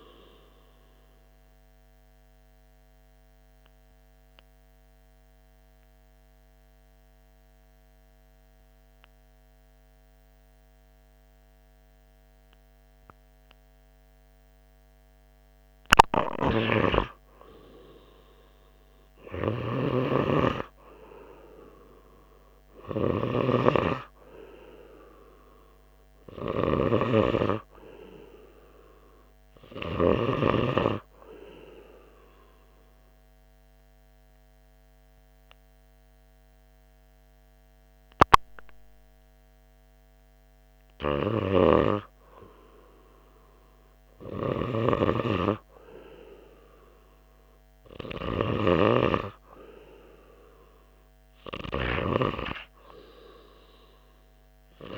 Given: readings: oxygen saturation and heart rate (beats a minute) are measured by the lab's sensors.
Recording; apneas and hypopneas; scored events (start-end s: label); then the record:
breathing in sleep by a microphone on the trachea; 2
1.00-15.50 s: obstructive apnea (oxygen 98% before, 95% lowest, heart rate 85 before, 81 extreme, up 3 after)
10.50-54.98 s: new sleep stage, REM sleep
19.00-23.00 s: arousal
20.00-31.00 s: snoring (device-marked)
32.00-42.00 s: obstructive apnea (oxygen 98% before, 95% lowest, heart rate 84 before, 82 extreme, up 4 after)
42.00-54.98 s: snoring (device-marked)
44.50-48.50 s: arousal
From the record:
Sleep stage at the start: N2 (light sleep); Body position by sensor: on the right side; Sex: male